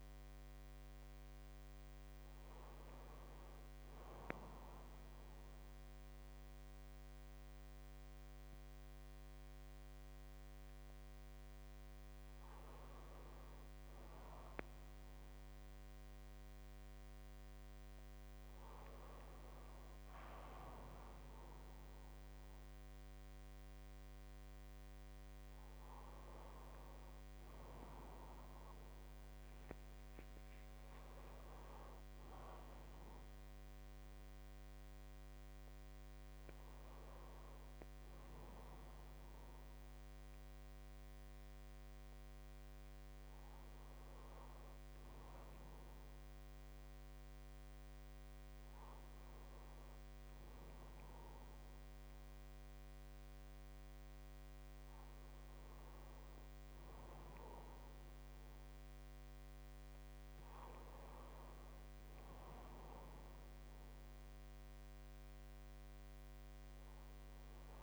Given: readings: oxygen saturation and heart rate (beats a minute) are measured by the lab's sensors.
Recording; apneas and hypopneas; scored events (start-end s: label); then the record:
breathing in sleep, hard to hear, by a microphone on the trachea; none
30.50-32.50 s: long interval between heartbeats (device-marked, heart rate 67 before, 77 extreme)
From the record:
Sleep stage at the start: N1 (lightest sleep); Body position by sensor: on the right side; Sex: male